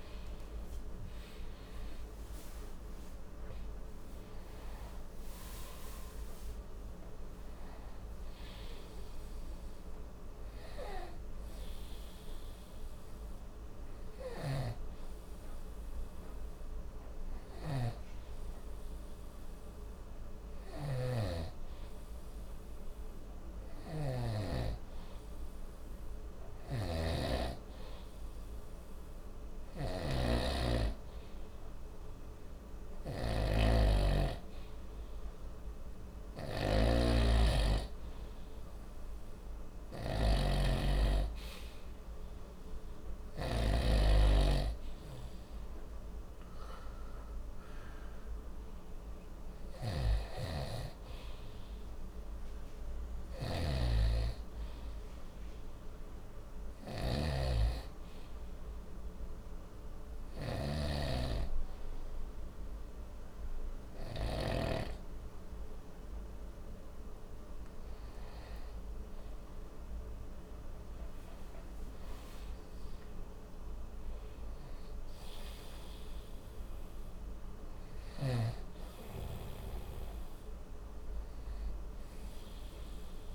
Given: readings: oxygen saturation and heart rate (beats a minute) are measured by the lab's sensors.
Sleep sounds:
breathing in sleep by a room microphone; 1
0.00-1.50 s: arousal
12.00-23.00 s: hypopnea (oxygen 96% before, 92% lowest, heart rate 62 before, 50 extreme, up 1 after)
14.00-43.50 s: snoring (device-marked)
25.00-28.50 s: arousal
49.50-64.50 s: snoring (device-marked)
From the record:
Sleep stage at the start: N2 (light sleep); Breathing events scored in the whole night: 471 in 6.8 hours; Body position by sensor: on the right side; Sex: male

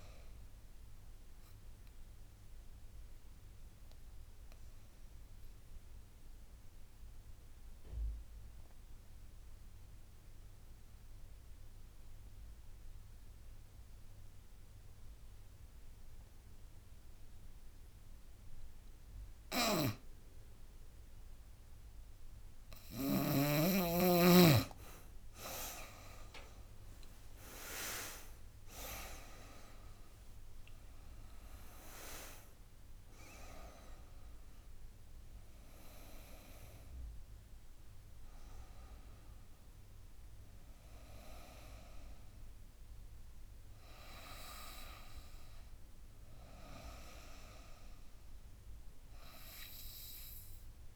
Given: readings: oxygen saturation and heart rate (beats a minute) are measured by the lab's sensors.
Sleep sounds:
breathing in sleep by a room microphone; 1
0.00-4.00 s: drop in pulse transit time (device-marked, heart rate 80 extreme)
0.00-14.00 s: oxygen desaturation (device-marked, oxygen 96% before, 92% lowest, heart rate 80 before, 79 extreme)
3.50-21.50 s: obstructive apnea (oxygen 98% before, 87% lowest, heart rate 81 before, 76 extreme, up 13 after)
19.50-23.00 s: snoring (device-marked)
21.00-50.00 s: oxygen desaturation (device-marked, oxygen 97% before, 87% lowest, heart rate 81 before, 76 extreme)
24.00-39.00 s: drop in pulse transit time (device-marked, heart rate 81 before, 80 extreme)
24.50-28.00 s: arousal
From the record:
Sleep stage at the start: N2 (light sleep); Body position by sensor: on the back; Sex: female

